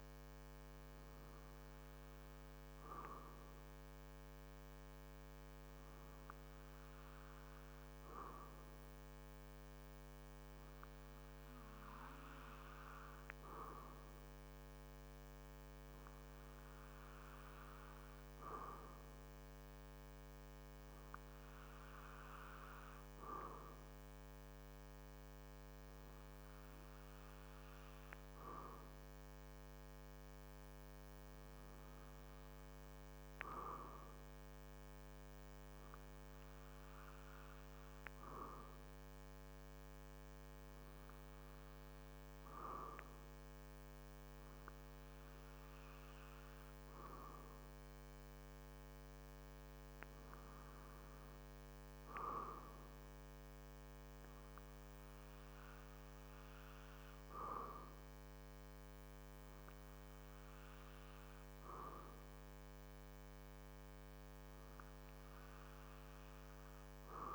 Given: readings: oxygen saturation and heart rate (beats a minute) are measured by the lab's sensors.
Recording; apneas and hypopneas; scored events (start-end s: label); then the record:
breathing in sleep by a microphone on the trachea; none
24.50-67.34 s: new sleep stage, N2 (light sleep)
From the record:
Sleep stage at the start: N1 (lightest sleep); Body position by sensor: on the back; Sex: male